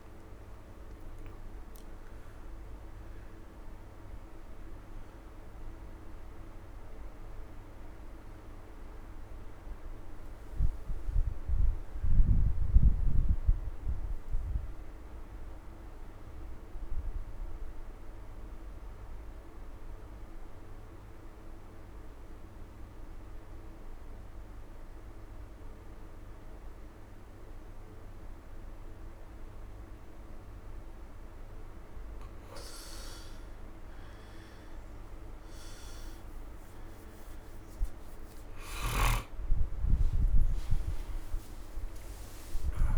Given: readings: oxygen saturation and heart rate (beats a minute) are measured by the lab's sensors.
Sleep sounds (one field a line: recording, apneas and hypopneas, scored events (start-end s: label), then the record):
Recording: breathing in sleep, hard to hear, by a room microphone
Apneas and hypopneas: 1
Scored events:
0.00-21.00 s: oxygen desaturation (device-marked, oxygen 87% lowest)
14.00-30.50 s: obstructive apnea (oxygen 97% before, 88% lowest)
32.00-42.98 s: oxygen desaturation (device-marked, oxygen 100% before, 88% lowest)
35.00-40.50 s: arousal
From the record:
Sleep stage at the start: N2 (light sleep)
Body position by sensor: on the right side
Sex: male